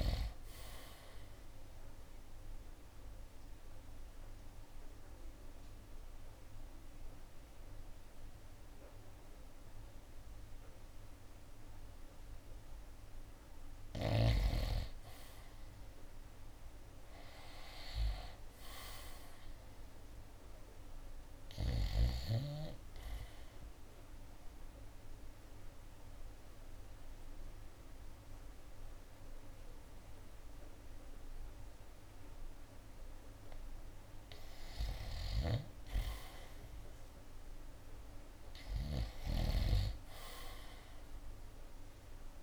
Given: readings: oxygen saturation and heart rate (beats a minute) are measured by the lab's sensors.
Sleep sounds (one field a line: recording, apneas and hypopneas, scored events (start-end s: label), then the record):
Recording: breathing in sleep by a room microphone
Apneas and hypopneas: 2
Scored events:
1.50-12.50 s: obstructive apnea (oxygen 98% before, 89% lowest, heart rate 71 before, 64 extreme, up 22 after)
2.50-13.50 s: drop in pulse transit time (device-marked, heart rate 71 before, 68 extreme)
12.50-19.50 s: oxygen desaturation (device-marked, oxygen 96% before, 92% lowest, heart rate 75 before, 64 extreme)
16.00-20.50 s: arousal
24.00-34.50 s: obstructive apnea (oxygen 98% before, 87% lowest, heart rate 78 before, 59 extreme, up 8 after)
26.50-41.50 s: oxygen desaturation (device-marked, oxygen 94% before, 89% lowest, heart rate 79 before, 59 extreme)
36.50-40.00 s: arousal
From the record:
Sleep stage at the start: N2 (light sleep)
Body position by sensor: on the right side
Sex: male